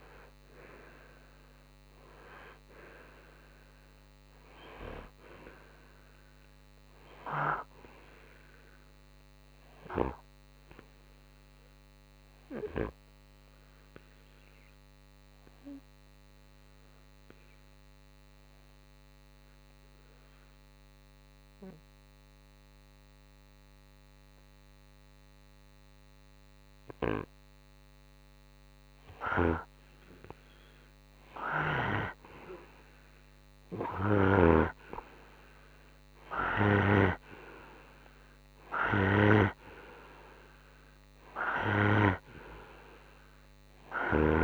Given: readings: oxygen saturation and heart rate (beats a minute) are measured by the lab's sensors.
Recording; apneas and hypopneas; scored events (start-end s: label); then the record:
breathing in sleep by a microphone on the trachea; 1
0.00-9.00 s: oxygen desaturation (device-marked, oxygen 92% lowest, heart rate 58 extreme)
9.50-29.50 s: obstructive apnea (oxygen 96% before, 91% lowest, heart rate 64 before, 58 extreme, up 6 after)
32.50-35.50 s: arousal
42.00-44.44 s: oxygen desaturation (device-marked, oxygen 97% before, 91% lowest, heart rate 63 before, 62 extreme)
From the record:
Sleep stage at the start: N2 (light sleep); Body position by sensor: on the right side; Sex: male